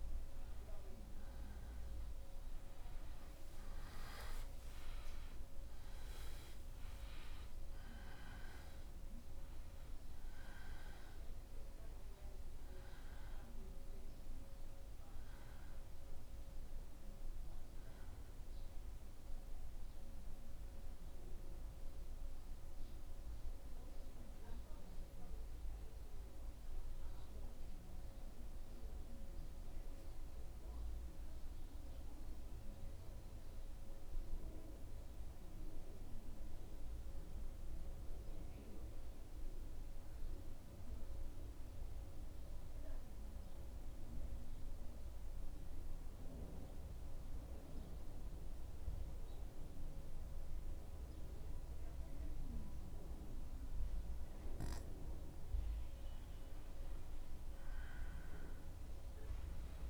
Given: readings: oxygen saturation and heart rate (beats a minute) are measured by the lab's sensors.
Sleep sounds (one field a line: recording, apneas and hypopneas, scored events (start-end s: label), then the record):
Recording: breathing in sleep, hard to hear, by a room microphone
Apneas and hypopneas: 1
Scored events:
0.00-14.00 s: oxygen desaturation (device-marked, oxygen 88% lowest, heart rate 74 extreme)
14.50-18.00 s: arousal
21.00-55.00 s: mixed apnea (oxygen 91% before, 89% lowest, heart rate 77 before, 75 extreme, up 0 after)
30.00-59.90 s: new sleep stage, N2 (light sleep)
43.00-58.00 s: oxygen desaturation (device-marked, oxygen 94% before, 89% lowest, heart rate 76 before, 75 extreme)
58.00-59.90 s: arousal
From the record:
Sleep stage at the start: N1 (lightest sleep)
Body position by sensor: on the back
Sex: male